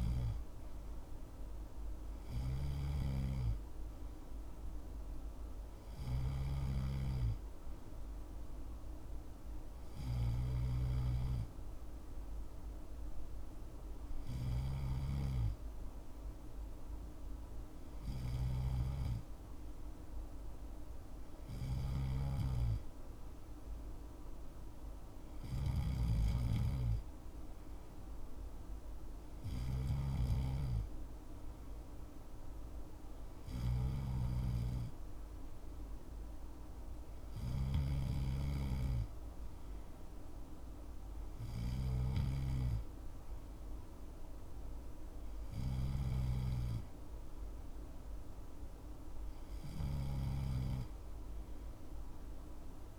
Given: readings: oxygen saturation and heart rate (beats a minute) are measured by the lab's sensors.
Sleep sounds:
breathing in sleep by a room microphone; none
6.00-30.00 s: snoring (device-marked)
45.50-52.99 s: snoring (device-marked)
From the record:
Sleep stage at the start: N2 (light sleep); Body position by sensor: on the left side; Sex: male

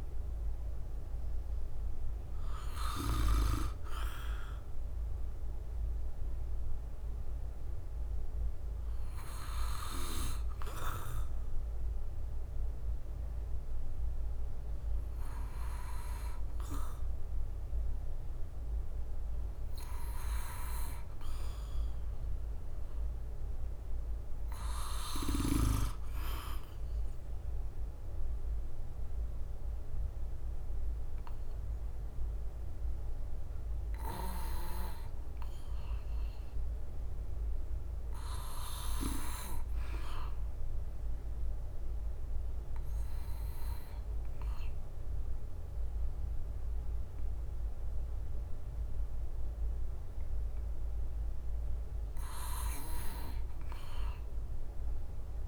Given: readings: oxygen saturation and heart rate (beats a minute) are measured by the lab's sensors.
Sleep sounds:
breathing in sleep by a room microphone; 2
1.00-55.48 s: bradycardia (device-marked, heart rate 57 before, 49 extreme)
11.00-23.00 s: hypopnea (oxygen 97% before, 94% lowest, heart rate 60 before, 51 extreme)
16.00-22.00 s: oxygen desaturation (device-marked, oxygen 97% before, 94% lowest, heart rate 60 before, 51 extreme)
26.50-31.00 s: arousal
40.00-50.00 s: obstructive apnea (oxygen 98% before, 89% lowest, heart rate 54 before, 49 extreme, up 0 after)
43.00-55.48 s: oxygen desaturation (device-marked, oxygen 98% before, 94% lowest, heart rate 53 before, 49 extreme)
44.00-55.48 s: drop in pulse transit time (device-marked, heart rate 53 before, 49 extreme)
52.50-55.48 s: arousal
From the record:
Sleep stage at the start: N2 (light sleep); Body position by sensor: on the back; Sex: male

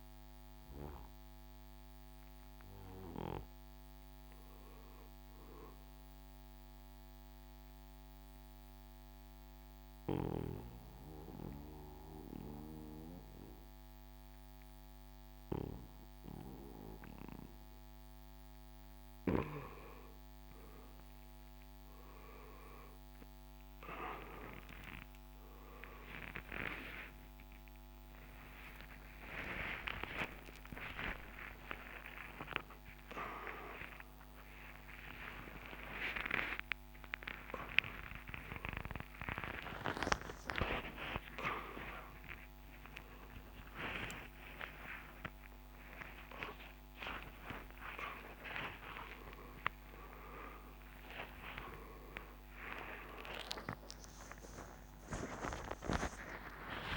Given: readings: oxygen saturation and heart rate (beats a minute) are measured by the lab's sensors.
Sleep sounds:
a person awake in a sleep study, by a microphone on the trachea; 1
0.00-8.00 s: oxygen desaturation (device-marked, oxygen 87% lowest, heart rate 62 extreme)
7.00-19.50 s: obstructive apnea (oxygen 96% before, 84% lowest, heart rate 68 before, 62 extreme, up 33 after)
16.00-56.97 s: new sleep stage, awake
23.00-33.00 s: drop in pulse transit time (device-marked, heart rate 66 before, 70 extreme)
27.00-48.00 s: oxygen desaturation (device-marked, oxygen 95% before, 84% lowest)
40.00-50.00 s: drop in pulse transit time (device-marked, heart rate 103 before, 125 extreme)
From the record:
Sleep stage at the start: N2 (light sleep); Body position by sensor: on the back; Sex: male

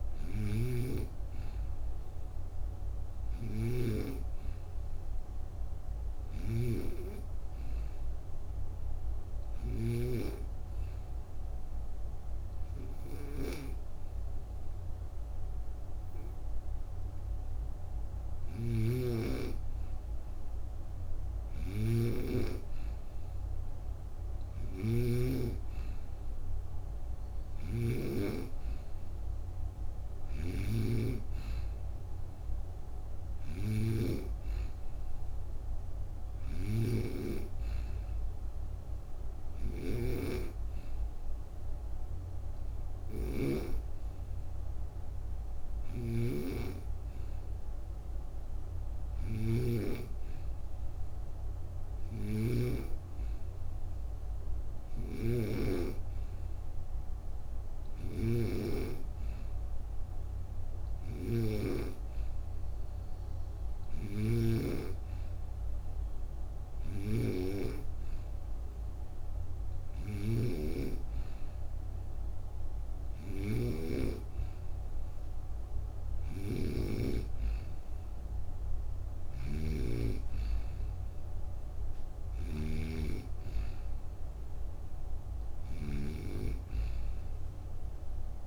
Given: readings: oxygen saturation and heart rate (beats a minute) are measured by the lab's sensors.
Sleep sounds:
breathing in sleep by a room microphone; 2
0.00-9.50 s: snoring (device-marked)
7.50-20.00 s: obstructive apnea (oxygen 93% before, 91% lowest)
18.00-52.50 s: snoring (device-marked)
23.50-26.50 s: arousal
38.00-48.00 s: hypopnea (oxygen 94% before, 91% lowest)
49.50-54.00 s: arousal
54.50-88.47 s: snoring (device-marked)
From the record:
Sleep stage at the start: N2 (light sleep); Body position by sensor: on the right side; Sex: female

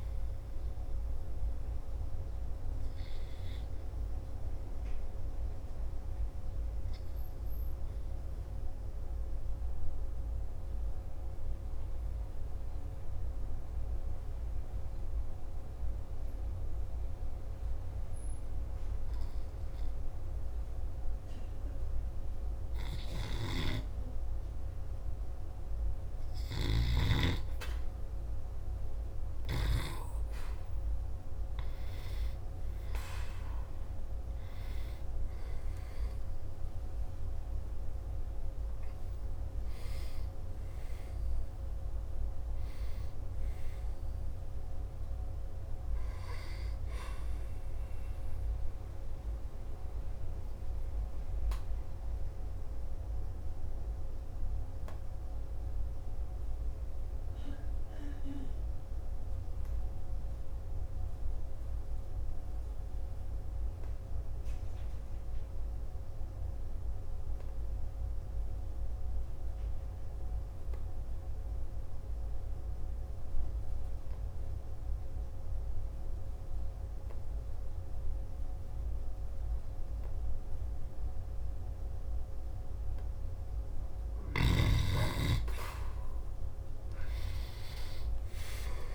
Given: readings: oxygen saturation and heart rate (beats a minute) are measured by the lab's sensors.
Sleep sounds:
breathing in sleep by a room microphone; 2
6.00-21.00 s: oxygen desaturation (device-marked, oxygen 96% before, 91% lowest, heart rate 57 before, 50 extreme)
8.00-23.00 s: obstructive apnea (oxygen 98% before, 91% lowest, heart rate 57 before, 50 extreme, up 0 after)
35.50-41.00 s: arousal
38.00-45.00 s: oxygen desaturation (device-marked, oxygen 98% before, 94% lowest, heart rate 53 before, 53 extreme)
49.50-84.00 s: obstructive apnea (oxygen 98% before, 87% lowest, heart rate 56 before, 47 extreme, up 7 after)
51.00-68.00 s: oxygen desaturation (device-marked, oxygen 96% before, 91% lowest, heart rate 57 before, 47 extreme)
85.00-88.95 s: oxygen desaturation (device-marked, oxygen 98% before, 87% lowest, heart rate 49 before, 50 extreme)
86.00-88.95 s: arousal
From the record:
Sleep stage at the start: N2 (light sleep); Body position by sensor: on the back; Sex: male

